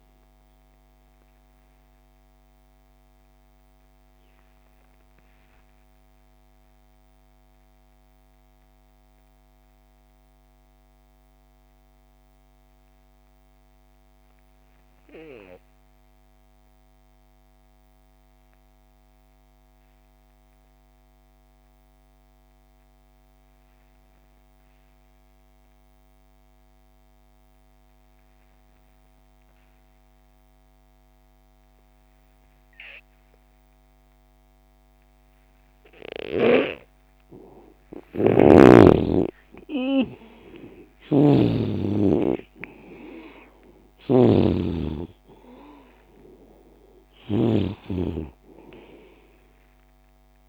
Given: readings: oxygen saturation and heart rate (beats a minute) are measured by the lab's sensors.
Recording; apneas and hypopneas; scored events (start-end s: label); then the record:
breathing in sleep by a microphone on the trachea; 1
0.00-12.00 s: oxygen desaturation (device-marked, oxygen 83% lowest)
0.50-37.00 s: mixed apnea (oxygen 96% before, 83% lowest)
29.00-50.49 s: oxygen desaturation (device-marked, oxygen 98% before, 83% lowest)
37.50-50.49 s: snoring (device-marked)
38.50-41.50 s: arousal
From the record:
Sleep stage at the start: N2 (light sleep); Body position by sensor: on the left side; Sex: male